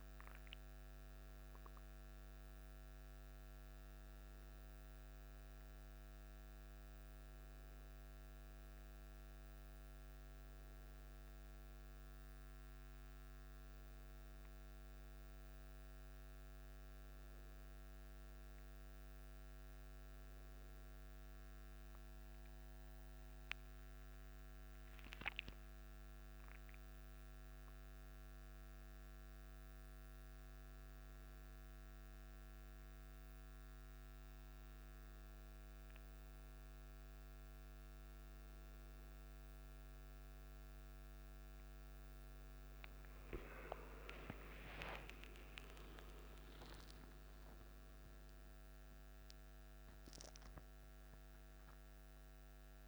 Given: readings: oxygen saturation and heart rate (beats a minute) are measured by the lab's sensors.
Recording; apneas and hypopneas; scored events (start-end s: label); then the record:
a person awake in a sleep study, by a microphone on the trachea; none
20.50-52.88 s: new sleep stage, awake
From the record:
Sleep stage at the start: N1 (lightest sleep); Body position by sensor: on the back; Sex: male